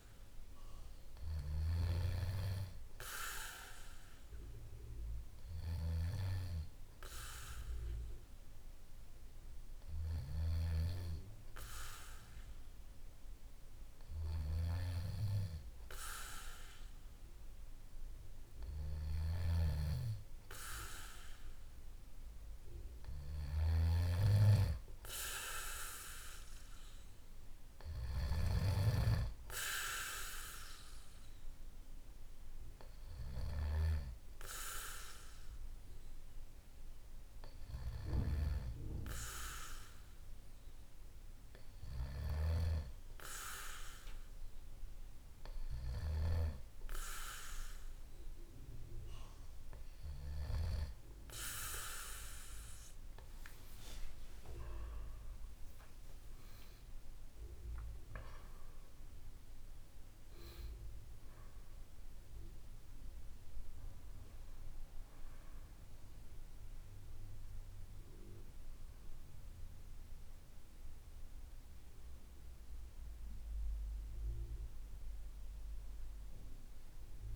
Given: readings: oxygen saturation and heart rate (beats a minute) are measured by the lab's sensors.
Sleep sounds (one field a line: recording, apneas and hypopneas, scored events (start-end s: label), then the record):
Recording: a person awake in a sleep study, by a room microphone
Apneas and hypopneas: none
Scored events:
none scored
From the record:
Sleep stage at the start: awake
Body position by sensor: on the back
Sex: male